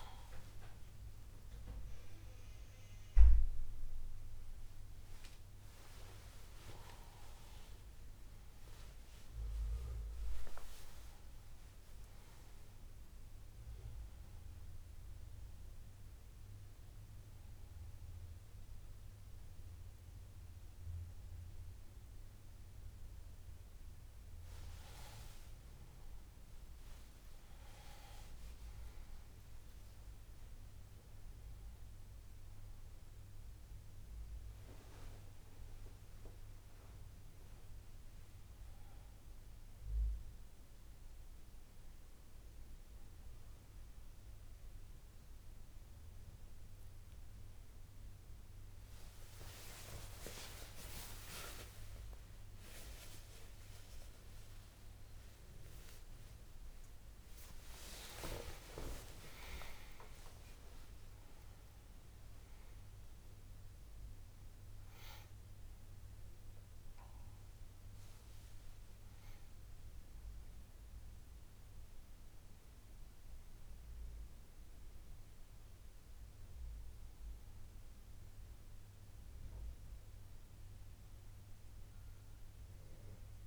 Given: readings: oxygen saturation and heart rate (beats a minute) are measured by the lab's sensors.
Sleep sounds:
a person awake in a sleep study, by a room microphone; none
57.50-72.50 s: oxygen desaturation (device-marked, oxygen 97% before, 94% lowest, heart rate 79 before, 72 extreme)
66.50-83.47 s: new sleep stage, N2 (light sleep)
From the record:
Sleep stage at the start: awake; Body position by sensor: on the back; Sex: male

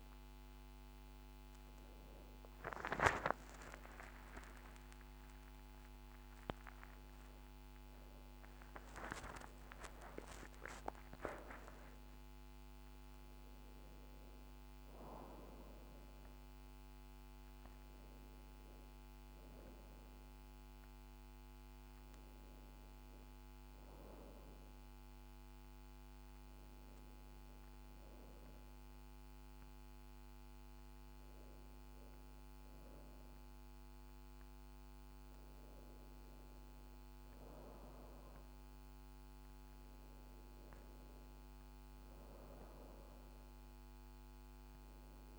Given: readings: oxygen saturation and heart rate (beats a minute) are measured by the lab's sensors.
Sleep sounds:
breathing in sleep by a microphone on the trachea; none
3.00-9.00 s: arousal
From the record:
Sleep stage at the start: N1 (lightest sleep); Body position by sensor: on the back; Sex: female

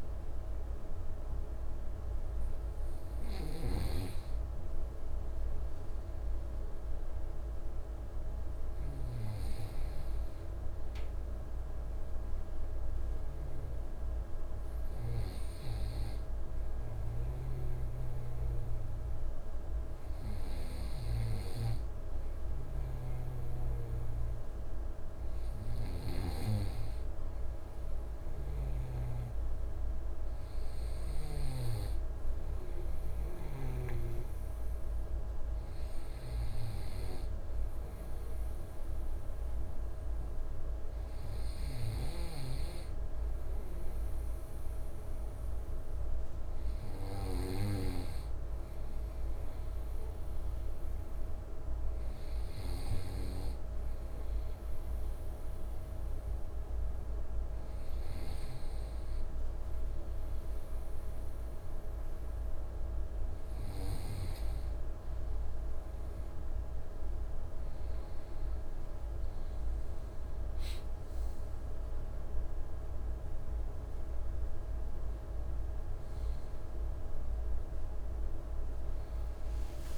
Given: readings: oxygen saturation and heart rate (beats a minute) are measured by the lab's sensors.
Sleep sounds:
breathing in sleep, hard to hear, by a room microphone; none
16.50-26.00 s: snoring (device-marked)
28.00-31.50 s: snoring (device-marked)
41.50-53.00 s: snoring (device-marked)
75.00-79.98 s: new sleep stage, awake
From the record:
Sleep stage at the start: N2 (light sleep); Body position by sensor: on the right side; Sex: male

